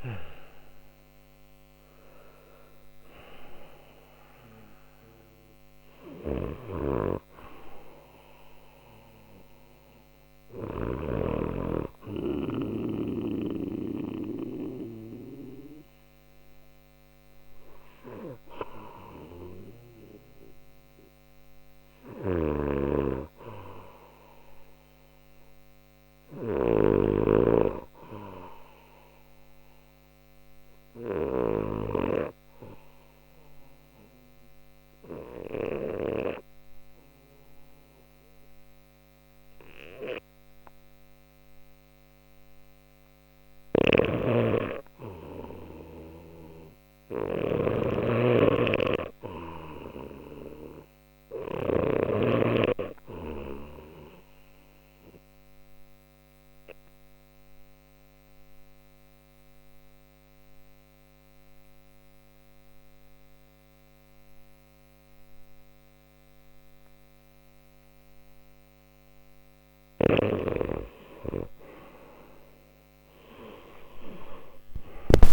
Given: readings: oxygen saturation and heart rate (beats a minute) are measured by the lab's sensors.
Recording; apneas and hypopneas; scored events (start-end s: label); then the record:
breathing in sleep by a microphone on the trachea; 2
0.00-5.50 s: oxygen desaturation (device-marked, oxygen 92% lowest, heart rate 59 extreme)
6.00-10.50 s: snoring (device-marked)
16.50-28.50 s: oxygen desaturation (device-marked, oxygen 93% before, 89% lowest, heart rate 68 before, 60 extreme)
21.50-31.00 s: snoring (device-marked)
28.50-44.50 s: obstructive apnea (oxygen 97% before, 91% lowest, heart rate 60 before, 59 extreme, up 0 after)
43.00-51.50 s: snoring (device-marked)
45.50-50.50 s: arousal
50.50-75.33 s: oxygen desaturation (device-marked, oxygen 97% before, 91% lowest, heart rate 60 before, 59 extreme)
55.00-69.50 s: obstructive apnea (oxygen 98% before, 91% lowest, heart rate 60 before, 59 extreme, up 11 after)
72.00-75.33 s: arousal
From the record:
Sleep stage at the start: REM sleep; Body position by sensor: on the left side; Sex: male